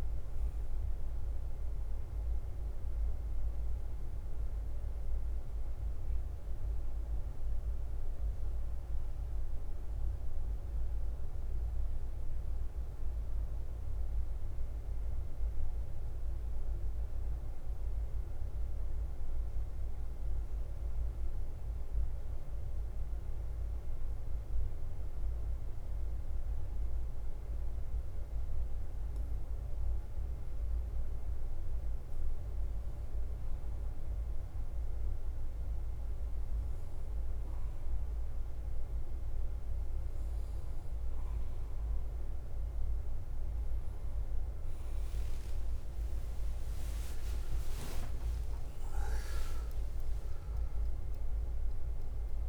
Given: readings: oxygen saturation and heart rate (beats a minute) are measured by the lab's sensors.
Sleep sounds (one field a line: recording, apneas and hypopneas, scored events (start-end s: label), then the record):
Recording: breathing in sleep, hard to hear, by a room microphone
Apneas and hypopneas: 1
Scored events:
0.00-45.50 s: bradycardia (device-marked, heart rate 45 extreme)
14.00-30.50 s: obstructive apnea (oxygen 96% before, 93% lowest, heart rate 51 before, 49 extreme, up 1 after)
40.50-52.49 s: oxygen desaturation (device-marked, oxygen 98% before, 93% lowest, heart rate 50 before, 50 extreme)
45.00-51.00 s: arousal
From the record:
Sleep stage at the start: N2 (light sleep)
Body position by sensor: on the right side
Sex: male